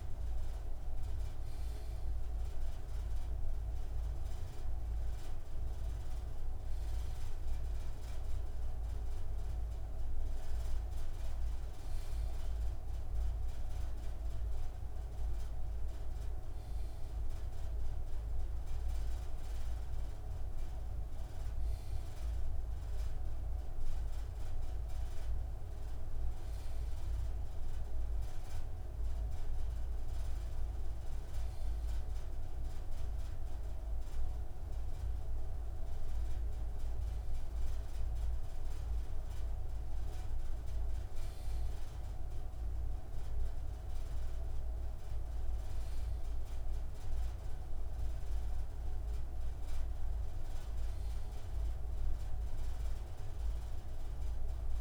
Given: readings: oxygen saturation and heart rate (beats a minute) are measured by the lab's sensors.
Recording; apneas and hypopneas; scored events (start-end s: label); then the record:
breathing in sleep, hard to hear, by a room microphone; none
none scored
From the record:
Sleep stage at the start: N2 (light sleep); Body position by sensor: on the left side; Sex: male